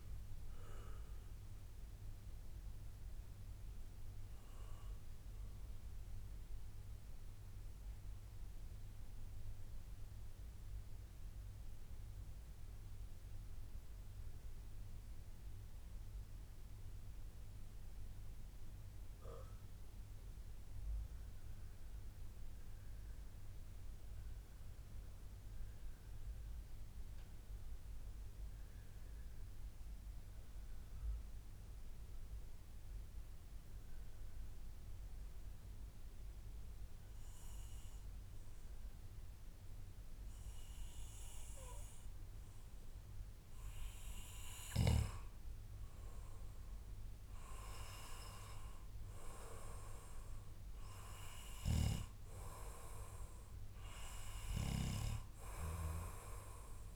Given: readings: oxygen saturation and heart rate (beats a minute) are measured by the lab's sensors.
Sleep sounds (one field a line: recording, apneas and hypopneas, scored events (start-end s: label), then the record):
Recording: breathing in sleep by a room microphone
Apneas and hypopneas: 1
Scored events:
0.00-6.50 s: oxygen desaturation (device-marked, oxygen 88% lowest, heart rate 82 extreme)
1.50-3.50 s: long interval between heartbeats (device-marked, heart rate 132 before, 106 extreme)
2.50-42.50 s: mixed apnea (oxygen 95% before, 88% lowest, heart rate 133 before, 82 extreme, up 3 after)
3.50-5.50 s: long interval between heartbeats (device-marked, heart rate 133 before, 86 extreme)
8.00-10.00 s: long interval between heartbeats (device-marked, heart rate 127 before, 82 extreme)
12.50-56.96 s: new sleep stage, N2 (light sleep)
14.50-16.50 s: long interval between heartbeats (device-marked, heart rate 109 before, 92 extreme)
23.00-25.00 s: long interval between heartbeats (device-marked, heart rate 96 before, 107 extreme)
27.50-29.50 s: long interval between heartbeats (device-marked, heart rate 100 before, 107 extreme)
31.50-33.50 s: long interval between heartbeats (device-marked, heart rate 103 before, 99 extreme)
34.50-36.50 s: long interval between heartbeats (device-marked, heart rate 105 before, 102 extreme)
40.50-42.50 s: long interval between heartbeats (device-marked, heart rate 105 before, 105 extreme)
41.50-56.96 s: oxygen desaturation (device-marked, oxygen 98% before, 90% lowest, heart rate 105 before, 84 extreme)
45.00-47.00 s: long interval between heartbeats (device-marked, heart rate 105 before, 97 extreme)
49.50-51.50 s: long interval between heartbeats (device-marked, heart rate 103 before, 92 extreme)
From the record:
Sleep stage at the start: REM sleep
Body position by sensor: on the back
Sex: male